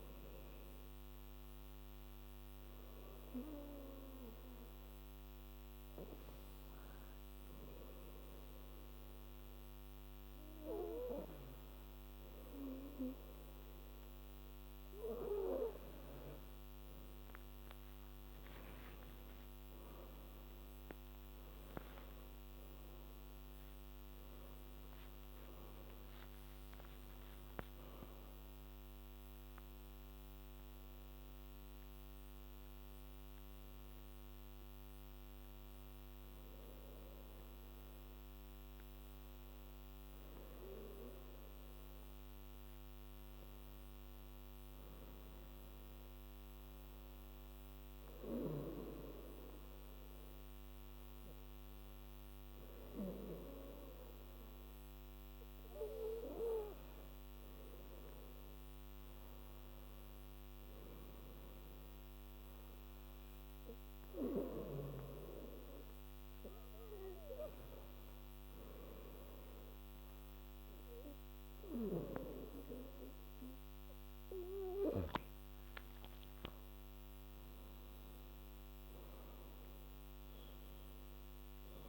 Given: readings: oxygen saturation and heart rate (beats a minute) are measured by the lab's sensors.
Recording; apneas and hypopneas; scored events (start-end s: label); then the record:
breathing in sleep by a microphone on the trachea; 2
0.00-5.50 s: oxygen desaturation (device-marked, oxygen 94% lowest, heart rate 79 extreme)
0.50-16.00 s: hypopnea (oxygen 98% before, 95% lowest, heart rate 88 before, 79 extreme, up 12 after)
19.00-24.50 s: arousal
34.50-74.50 s: hypopnea (oxygen 99% before, 94% lowest, heart rate 88 before, 73 extreme, up 5 after)
49.50-73.50 s: oxygen desaturation (device-marked, oxygen 99% before, 95% lowest, heart rate 87 before, 73 extreme)
76.00-80.00 s: arousal
From the record:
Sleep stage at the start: N2 (light sleep); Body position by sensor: on the back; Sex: female